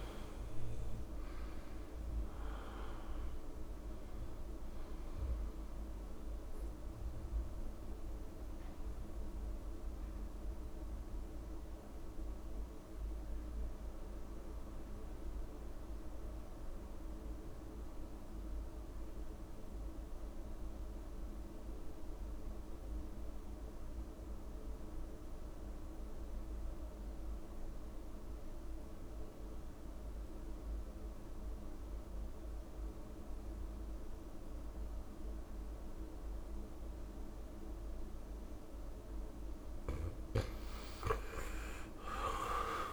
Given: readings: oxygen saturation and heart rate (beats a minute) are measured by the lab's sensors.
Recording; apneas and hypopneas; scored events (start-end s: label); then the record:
breathing in sleep, hard to hear, by a room microphone; 1
0.00-17.00 s: oxygen desaturation (device-marked, oxygen 87% lowest)
6.00-38.50 s: mixed apnea (oxygen 99% before, 85% lowest)
31.00-42.93 s: oxygen desaturation (device-marked, oxygen 99% before, 85% lowest)
From the record:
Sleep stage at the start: N2 (light sleep); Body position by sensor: on the back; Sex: male